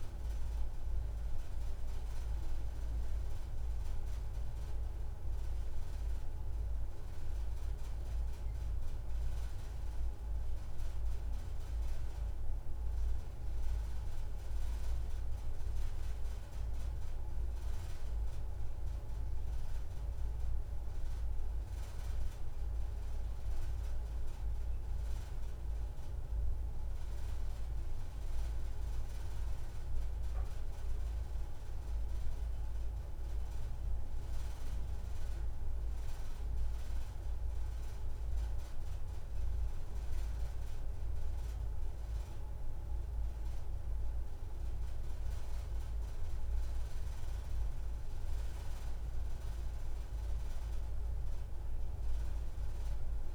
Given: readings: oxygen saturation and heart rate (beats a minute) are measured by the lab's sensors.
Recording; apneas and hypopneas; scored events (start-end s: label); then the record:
breathing in sleep, hard to hear, by a room microphone; none
none scored
From the record:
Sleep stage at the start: N2 (light sleep); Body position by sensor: on the back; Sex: female